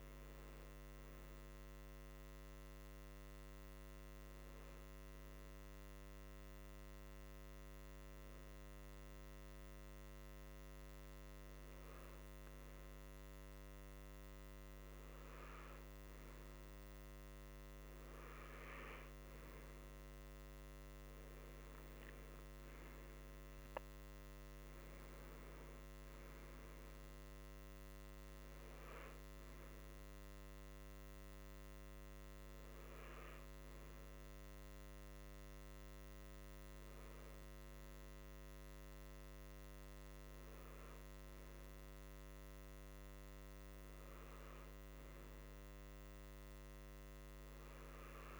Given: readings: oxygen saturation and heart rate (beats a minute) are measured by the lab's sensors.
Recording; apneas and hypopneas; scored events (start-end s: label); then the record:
breathing in sleep, hard to hear, by a microphone on the trachea; none
38.50-48.40 s: new sleep stage, N2 (light sleep)
From the record:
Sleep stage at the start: N3 (deep sleep); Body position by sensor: on the right side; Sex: male